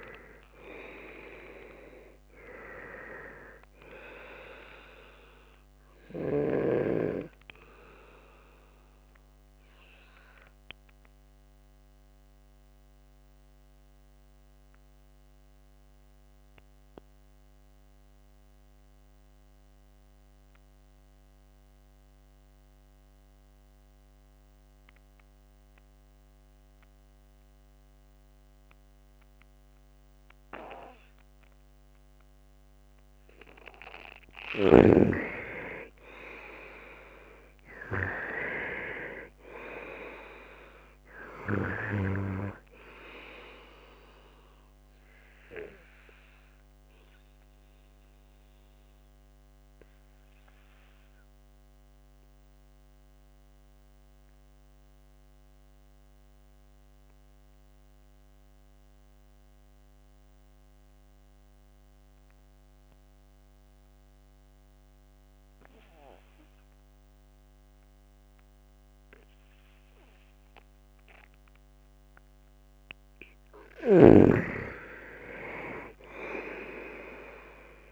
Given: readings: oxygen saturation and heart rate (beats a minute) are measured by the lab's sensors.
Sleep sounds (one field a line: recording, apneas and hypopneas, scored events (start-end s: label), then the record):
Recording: breathing in sleep by a microphone on the trachea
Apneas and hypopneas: 2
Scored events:
0.00-1.00 s: arousal
0.00-23.00 s: oxygen desaturation (device-marked, oxygen 88% lowest, heart rate 59 extreme)
10.00-33.50 s: mixed apnea (oxygen 98% before, 84% lowest, heart rate 71 before, 62 extreme, up 17 after)
33.00-62.00 s: oxygen desaturation (device-marked, oxygen 99% before, 84% lowest, heart rate 65 before, 61 extreme)
35.00-37.00 s: long interval between heartbeats (device-marked, heart rate 66 before, 75 extreme)
36.50-39.50 s: arousal
46.50-72.00 s: obstructive apnea (oxygen 99% before, 84% lowest, heart rate 70 before, 61 extreme, up 15 after)
73.00-77.92 s: oxygen desaturation (device-marked, oxygen 98% before, 86% lowest, heart rate 65 before, 63 extreme)
73.00-77.92 s: snoring (device-marked)
74.00-76.00 s: long interval between heartbeats (device-marked, heart rate 65 before, 72 extreme)
76.00-77.92 s: arousal
From the record:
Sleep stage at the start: N2 (light sleep)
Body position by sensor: on the right side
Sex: male